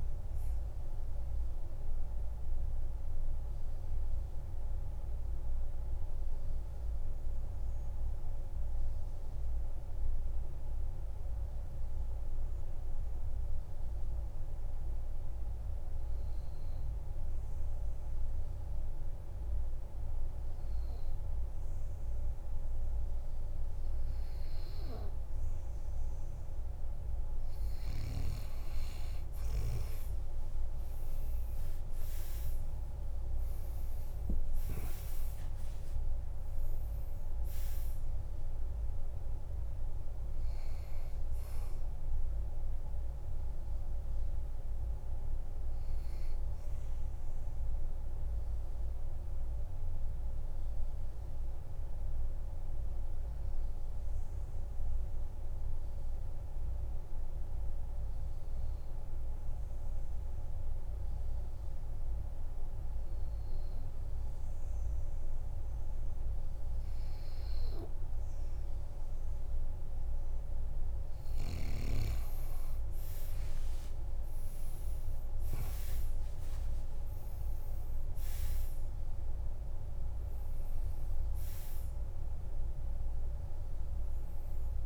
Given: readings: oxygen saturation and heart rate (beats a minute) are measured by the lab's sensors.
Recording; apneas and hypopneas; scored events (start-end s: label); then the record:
breathing in sleep, hard to hear, by a room microphone; 2
0.00-7.00 s: oxygen desaturation (device-marked, oxygen 94% lowest, heart rate 45 extreme)
1.50-24.50 s: obstructive apnea (oxygen 98% before, 92% lowest, heart rate 72 before, 45 extreme, up 20 after)
29.00-34.00 s: arousal
30.00-55.00 s: oxygen desaturation (device-marked, oxygen 98% before, 92% lowest, heart rate 49 before, 47 extreme)
31.00-37.00 s: tachycardia (device-marked, heart rate 57 before, 121 extreme)
34.50-36.50 s: long interval between heartbeats (device-marked, heart rate 53 before, 108 extreme)
48.50-70.50 s: obstructive apnea (oxygen 98% before, 92% lowest, heart rate 76 before, 46 extreme, up 26 after)
73.00-75.00 s: long interval between heartbeats (device-marked, heart rate 50 before, 64 extreme)
73.00-78.00 s: arousal
74.00-84.86 s: oxygen desaturation (device-marked, oxygen 98% before, 92% lowest, heart rate 51 before, 46 extreme)
From the record:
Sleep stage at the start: N2 (light sleep); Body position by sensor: on the back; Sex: male